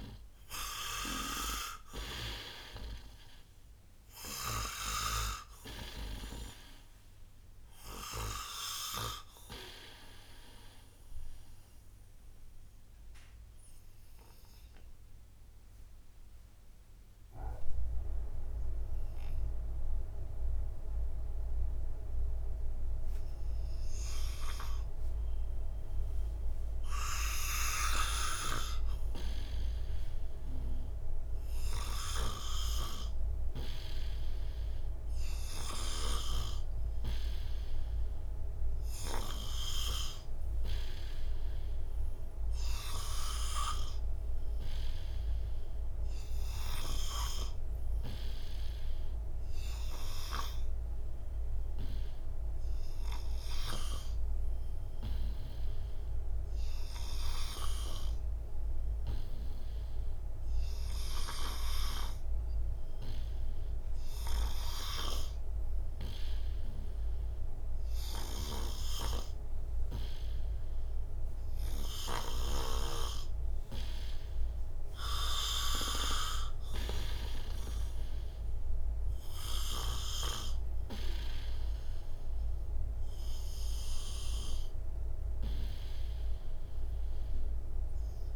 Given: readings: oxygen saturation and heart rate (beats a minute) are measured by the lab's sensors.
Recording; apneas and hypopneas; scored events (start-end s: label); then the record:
breathing in sleep by a room microphone; 2
0.00-1.00 s: arousal
0.00-28.50 s: oxygen desaturation (device-marked, oxygen 83% lowest, heart rate 58 extreme)
11.50-28.50 s: obstructive apnea (oxygen 98% before, 83% lowest, heart rate 65 before, 58 extreme, up 2 after)
29.50-34.50 s: arousal
44.50-50.50 s: oxygen desaturation (device-marked, oxygen 97% before, 92% lowest, heart rate 61 before, 70 extreme)
52.50-69.50 s: hypopnea (oxygen 98% before, 88% lowest, heart rate 62 before, 66 extreme, up 16 after)
71.50-74.50 s: arousal
72.50-88.36 s: oxygen desaturation (device-marked, oxygen 93% before, 89% lowest, heart rate 86 before, 63 extreme)
From the record:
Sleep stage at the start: N2 (light sleep); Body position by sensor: on the right side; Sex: male